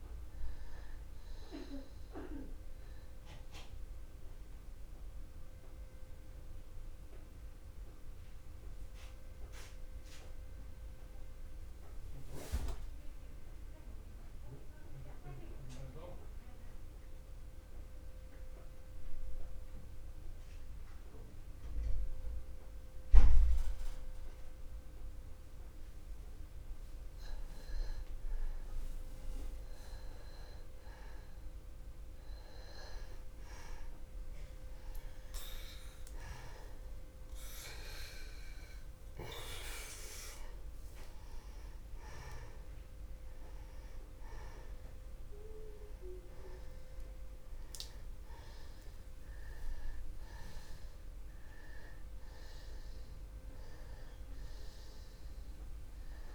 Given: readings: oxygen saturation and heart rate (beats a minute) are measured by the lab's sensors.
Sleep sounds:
breathing in sleep by a room microphone; 1
0.00-17.50 s: oxygen desaturation (device-marked, oxygen 87% lowest, heart rate 60 extreme)
3.00-28.00 s: mixed apnea (oxygen 98% before, 87% lowest, heart rate 60 before, 60 extreme, up 0 after)
30.50-35.00 s: arousal
35.50-49.50 s: oxygen desaturation (device-marked, oxygen 98% before, 93% lowest, heart rate 60 before, 60 extreme)
51.00-55.00 s: arousal
From the record:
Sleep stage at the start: N2 (light sleep); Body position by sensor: on the back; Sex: male

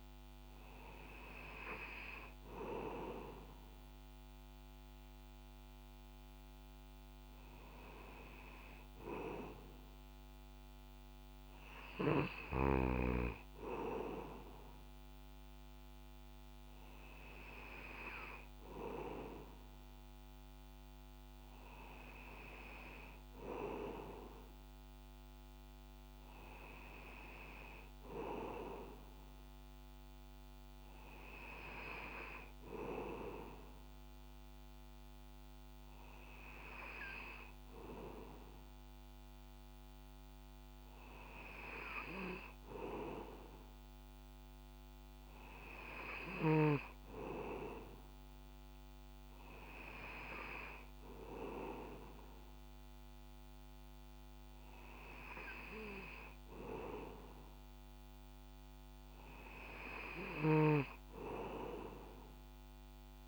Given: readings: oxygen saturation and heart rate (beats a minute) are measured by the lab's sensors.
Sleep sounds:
breathing in sleep by a microphone on the trachea; none
none scored
From the record:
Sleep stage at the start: N2 (light sleep); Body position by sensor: on the back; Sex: male

